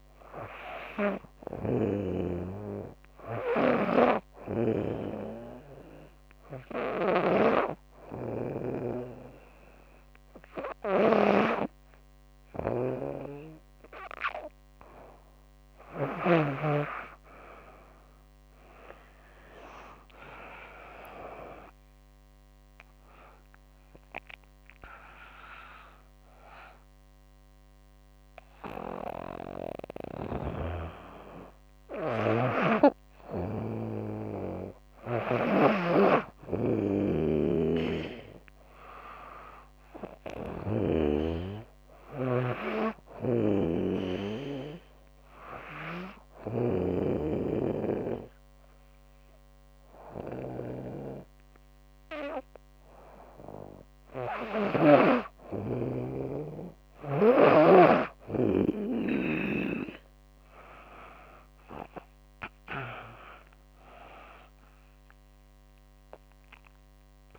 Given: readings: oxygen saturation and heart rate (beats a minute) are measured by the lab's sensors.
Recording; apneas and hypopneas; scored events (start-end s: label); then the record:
breathing in sleep by a microphone on the trachea; 2
0.00-1.50 s: arousal
1.00-4.50 s: snoring (device-marked)
3.50-15.50 s: obstructive apnea (oxygen 98% before, 95% lowest, heart rate 81 before, 75 extreme, up 12 after)
6.50-15.50 s: snoring (device-marked)
18.50-22.00 s: arousal
37.00-40.50 s: snoring (device-marked)
42.50-54.50 s: snoring (device-marked)
44.50-55.50 s: obstructive apnea (oxygen 97% before, 95% lowest, heart rate 83 before, 72 extreme, up 9 after)
59.50-63.50 s: arousal
From the record:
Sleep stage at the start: N2 (light sleep); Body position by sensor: on the back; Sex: female